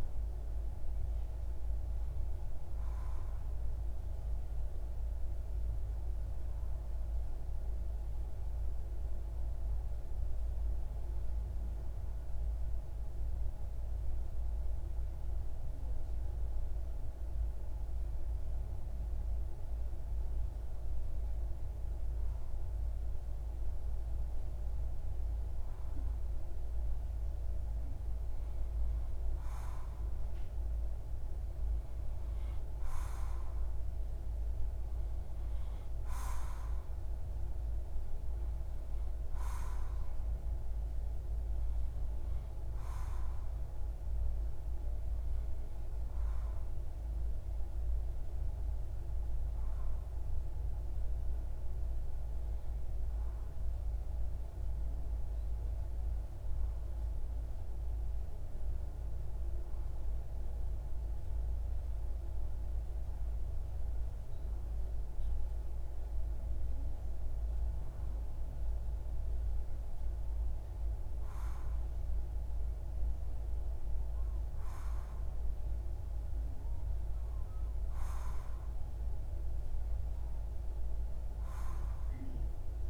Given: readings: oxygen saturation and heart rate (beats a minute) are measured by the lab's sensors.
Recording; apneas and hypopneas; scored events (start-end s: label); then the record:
breathing in sleep, hard to hear, by a room microphone; 2
4.00-24.50 s: hypopnea (oxygen 96% before, 93% lowest)
26.00-29.00 s: arousal
50.00-71.50 s: hypopnea (oxygen 96% before, 93% lowest)
73.50-77.00 s: arousal
From the record:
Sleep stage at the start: N2 (light sleep); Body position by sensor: on the left side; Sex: male